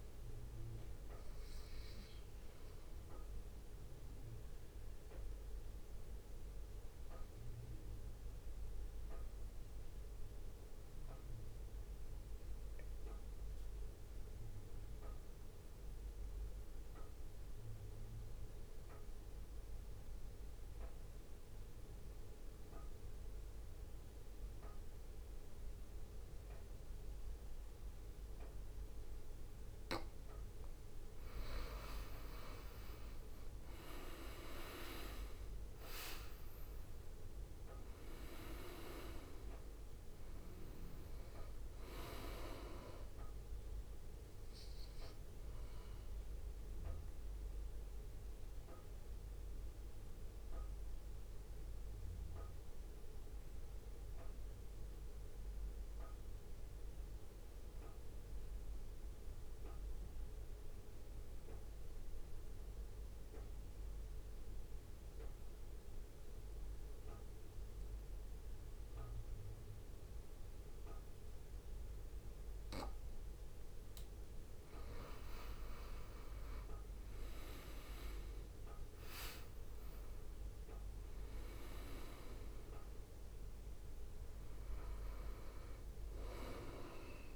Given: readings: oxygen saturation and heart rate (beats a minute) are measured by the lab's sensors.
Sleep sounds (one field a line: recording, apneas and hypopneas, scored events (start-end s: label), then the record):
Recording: breathing in sleep by a room microphone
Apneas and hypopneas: 2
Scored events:
0.00-5.50 s: drop in pulse transit time (device-marked, heart rate 55 extreme)
5.50-29.50 s: mixed apnea (oxygen 98% before, 91% lowest, heart rate 57 before, 53 extreme, up 2 after)
33.50-45.50 s: oxygen desaturation (device-marked, oxygen 99% before, 92% lowest, heart rate 61 before, 53 extreme)
35.00-39.50 s: arousal
35.50-48.50 s: drop in pulse transit time (device-marked, heart rate 61 before, 53 extreme)
46.00-74.00 s: mixed apnea (oxygen 99% before, 91% lowest, heart rate 58 before, 52 extreme, up 2 after)
78.50-83.00 s: arousal
78.50-87.35 s: drop in pulse transit time (device-marked, heart rate 62 before, 54 extreme)
79.50-87.35 s: oxygen desaturation (device-marked, oxygen 98% before, 93% lowest, heart rate 62 before, 52 extreme)
From the record:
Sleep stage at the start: N2 (light sleep)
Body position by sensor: on the right side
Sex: male